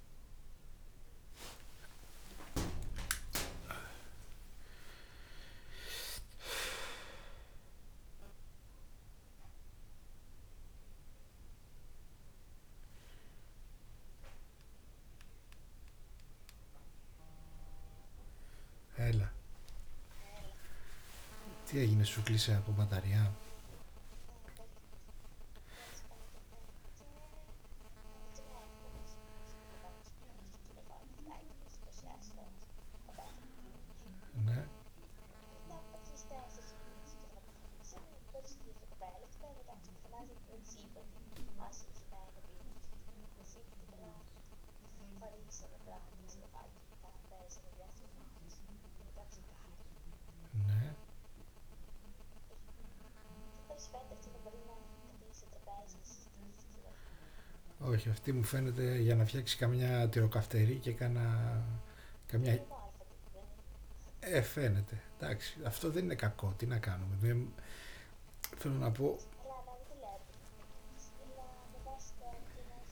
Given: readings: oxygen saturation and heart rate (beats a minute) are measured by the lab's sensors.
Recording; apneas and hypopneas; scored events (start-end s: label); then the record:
a person partly awake in a sleep study, by a room microphone; none
20.50-72.92 s: new sleep stage, N2 (light sleep)
60.50-69.00 s: snoring (device-marked)
From the record:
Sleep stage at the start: awake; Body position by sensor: on the back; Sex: male